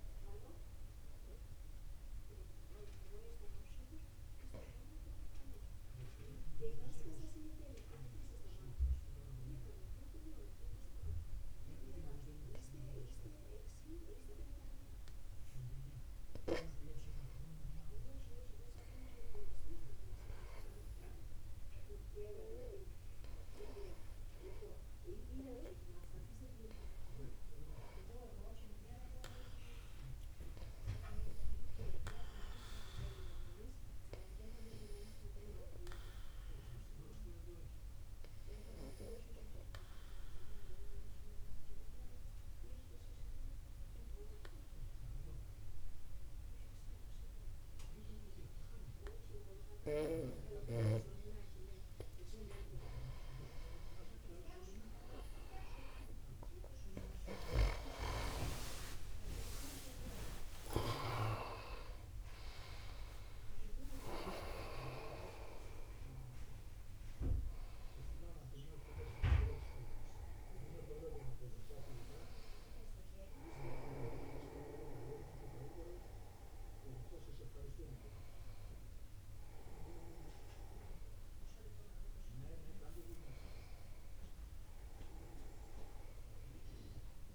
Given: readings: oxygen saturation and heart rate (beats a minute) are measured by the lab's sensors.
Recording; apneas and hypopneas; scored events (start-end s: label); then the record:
breathing in sleep by a room microphone; 2
3.00-18.00 s: obstructive apnea (oxygen 96% before, 94% lowest, heart rate 52 before, 51 extreme, up 0 after)
21.00-25.00 s: arousal
37.50-52.50 s: obstructive apnea (oxygen 96% before, 94% lowest, heart rate 51 before, 51 extreme, up 37 after)
58.00-65.00 s: arousal
59.50-61.50 s: long interval between heartbeats (device-marked, heart rate 52 before, 80 extreme)
62.00-64.00 s: long interval between heartbeats (device-marked, heart rate 58 before, 106 extreme)
64.00-66.00 s: long interval between heartbeats (device-marked, heart rate 64 before, 99 extreme)
From the record:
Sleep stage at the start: N2 (light sleep); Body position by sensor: upright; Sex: male